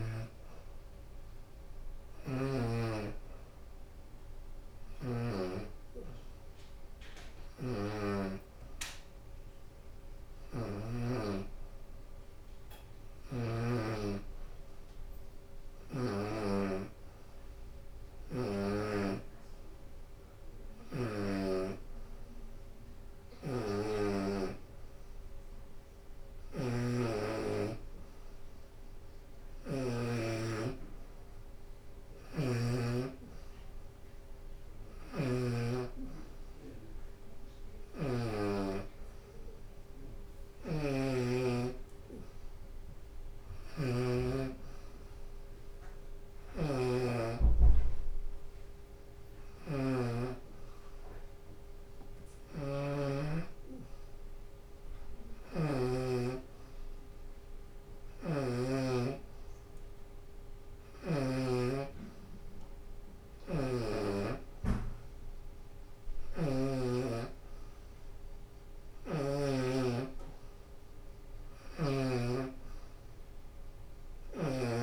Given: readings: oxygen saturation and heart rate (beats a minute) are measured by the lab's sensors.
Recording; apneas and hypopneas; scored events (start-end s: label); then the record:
breathing in sleep by a room microphone; none
none scored
From the record:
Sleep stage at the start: N2 (light sleep); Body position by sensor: upright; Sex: female